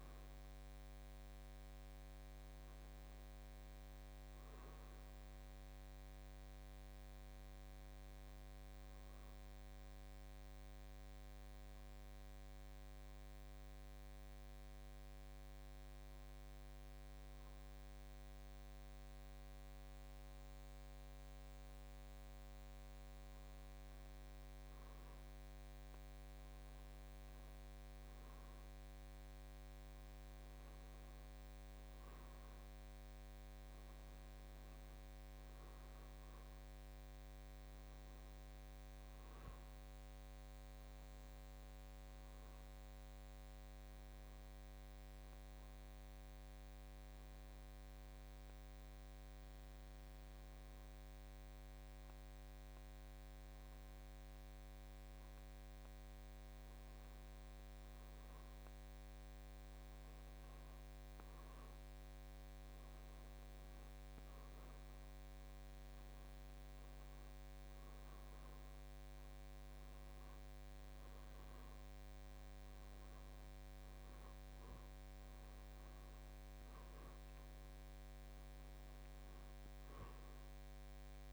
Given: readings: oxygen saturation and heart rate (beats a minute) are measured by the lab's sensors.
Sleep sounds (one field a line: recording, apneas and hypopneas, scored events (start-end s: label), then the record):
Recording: breathing in sleep, hard to hear, by a microphone on the trachea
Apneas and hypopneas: 2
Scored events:
3.50-7.00 s: arousal
9.50-23.00 s: hypopnea (oxygen 98% before, 92% lowest, heart rate 56 before, 55 extreme, up 2 after)
25.00-28.50 s: arousal
31.50-81.33 s: new sleep stage, N2 (light sleep)
34.50-50.50 s: oxygen desaturation (device-marked, oxygen 96% before, 92% lowest, heart rate 56 before, 56 extreme)
44.00-57.50 s: hypopnea (oxygen 96% before, 92% lowest, heart rate 58 before, 56 extreme, up 3 after)
62.00-66.00 s: arousal
From the record:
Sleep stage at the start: N1 (lightest sleep)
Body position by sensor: on the back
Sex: male